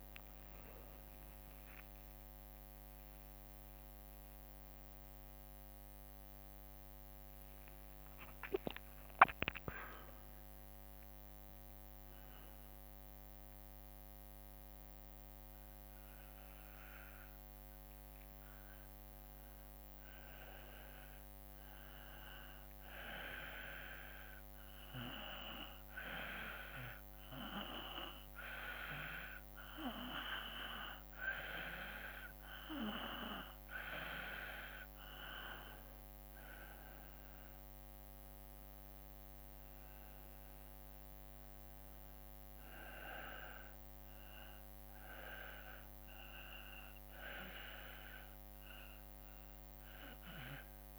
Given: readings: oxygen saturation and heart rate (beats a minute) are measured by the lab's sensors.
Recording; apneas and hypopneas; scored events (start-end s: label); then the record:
breathing in sleep by a microphone on the trachea; 1
1.00-7.00 s: arousal
1.50-3.50 s: long interval between heartbeats (device-marked, heart rate 56 before, 66 extreme)
4.50-6.50 s: long interval between heartbeats (device-marked, heart rate 58 before, 96 extreme)
8.00-10.00 s: long interval between heartbeats (device-marked, heart rate 65 before, 93 extreme)
22.00-34.50 s: hypopnea (oxygen 95% before, 90% lowest, heart rate 75 before, 54 extreme, up 1 after)
29.50-39.50 s: drop in pulse transit time (device-marked, heart rate 62 before, 57 extreme)
37.50-42.00 s: arousal
From the record:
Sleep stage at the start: N2 (light sleep); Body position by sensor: on the back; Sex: male